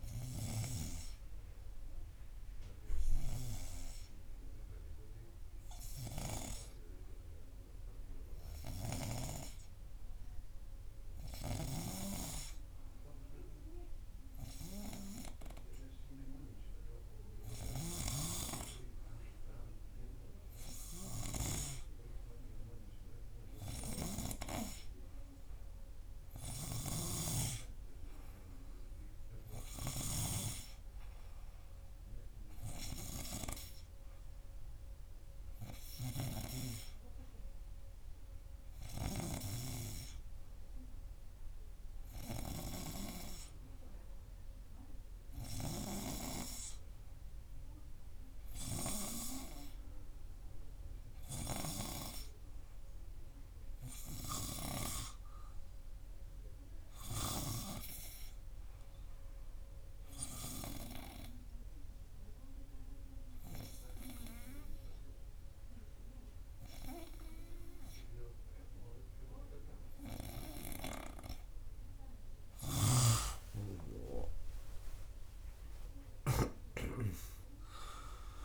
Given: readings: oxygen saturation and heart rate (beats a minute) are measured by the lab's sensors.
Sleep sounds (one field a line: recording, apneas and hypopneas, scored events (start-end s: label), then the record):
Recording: breathing in sleep by a room microphone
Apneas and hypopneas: 2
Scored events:
5.00-19.50 s: hypopnea (oxygen 98% before, 95% lowest, heart rate 92 before, 91 extreme, up 2 after)
22.00-26.50 s: arousal
60.00-72.00 s: obstructive apnea (oxygen 96% before, 94% lowest, heart rate 93 before, 91 extreme, up 26 after)
74.00-78.45 s: arousal
From the record:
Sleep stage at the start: N2 (light sleep)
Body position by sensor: on the front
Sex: male